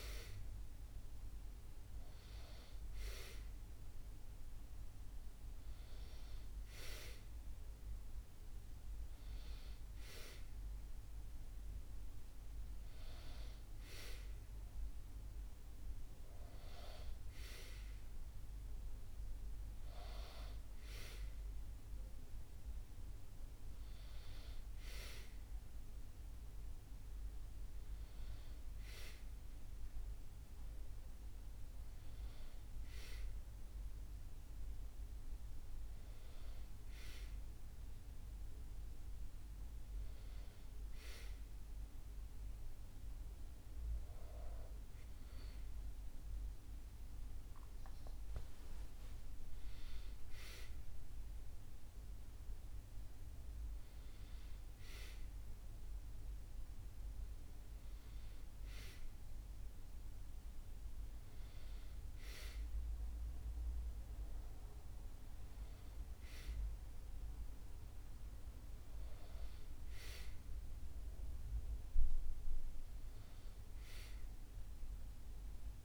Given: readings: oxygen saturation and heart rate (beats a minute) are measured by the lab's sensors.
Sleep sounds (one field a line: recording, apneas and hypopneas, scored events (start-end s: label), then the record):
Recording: a person awake in a sleep study, by a room microphone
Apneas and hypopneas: none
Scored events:
none scored
From the record:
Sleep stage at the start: awake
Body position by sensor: on the back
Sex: male